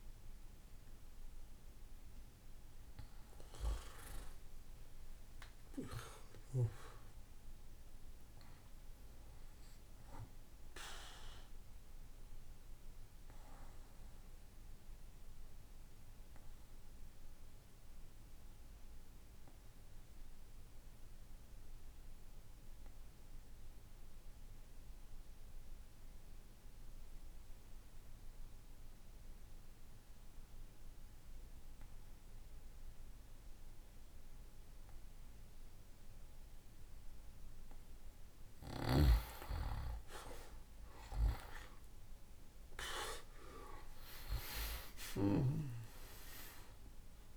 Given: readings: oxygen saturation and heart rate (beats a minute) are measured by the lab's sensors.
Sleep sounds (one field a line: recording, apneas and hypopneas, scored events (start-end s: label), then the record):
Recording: breathing in sleep by a room microphone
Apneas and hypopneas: 1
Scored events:
9.50-36.00 s: obstructive apnea (oxygen 97% before, 89% lowest, heart rate 68 before, 57 extreme, up 10 after)
38.50-44.50 s: arousal
From the record:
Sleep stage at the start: N2 (light sleep)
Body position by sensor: on the back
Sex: male